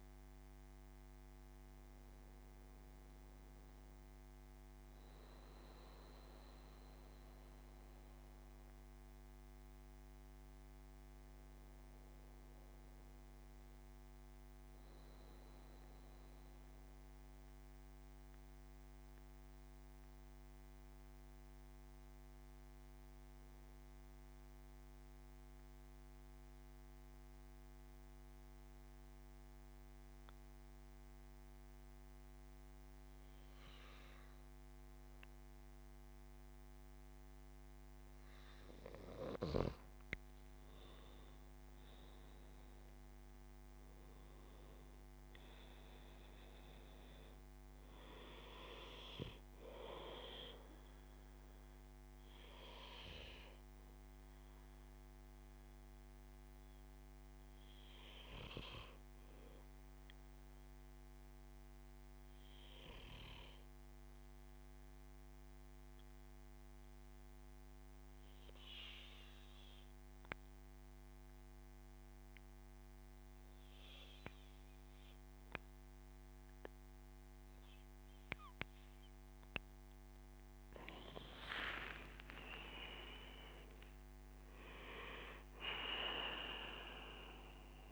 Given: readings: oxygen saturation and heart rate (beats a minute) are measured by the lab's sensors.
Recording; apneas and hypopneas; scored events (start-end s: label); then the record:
breathing in sleep by a microphone on the trachea; 2
0.00-17.00 s: oxygen desaturation (device-marked, oxygen 89% lowest, heart rate 70 extreme)
16.00-35.50 s: hypopnea (oxygen 97% before, 93% lowest, heart rate 76 before, 70 extreme, up 4 after)
37.00-40.50 s: arousal
40.00-57.00 s: oxygen desaturation (device-marked, oxygen 99% before, 94% lowest, heart rate 76 before, 70 extreme)
63.50-80.00 s: hypopnea (oxygen 99% before, 88% lowest, heart rate 74 before, 67 extreme, up 12 after)
77.00-87.92 s: oxygen desaturation (device-marked, oxygen 97% before, 93% lowest, heart rate 73 before, 67 extreme)
81.50-85.50 s: arousal
From the record:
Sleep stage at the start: N2 (light sleep); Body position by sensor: on the back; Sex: male